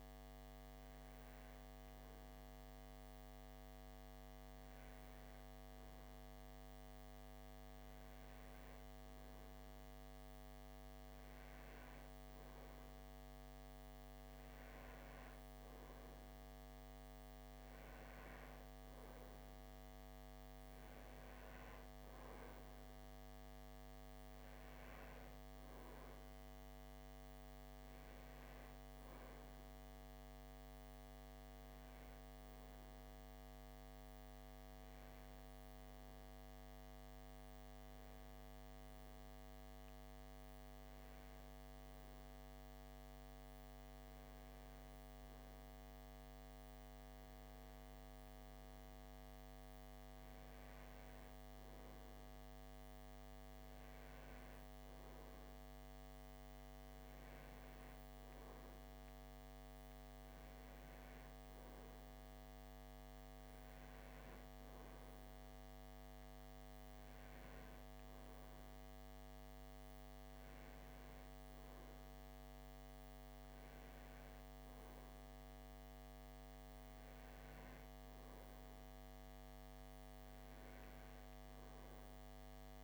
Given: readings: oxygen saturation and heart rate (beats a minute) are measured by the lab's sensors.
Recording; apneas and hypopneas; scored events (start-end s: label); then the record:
breathing in sleep, hard to hear, by a microphone on the trachea; none
56.00-82.84 s: new sleep stage, N2 (light sleep)
From the record:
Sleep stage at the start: N1 (lightest sleep); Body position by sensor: on the back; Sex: male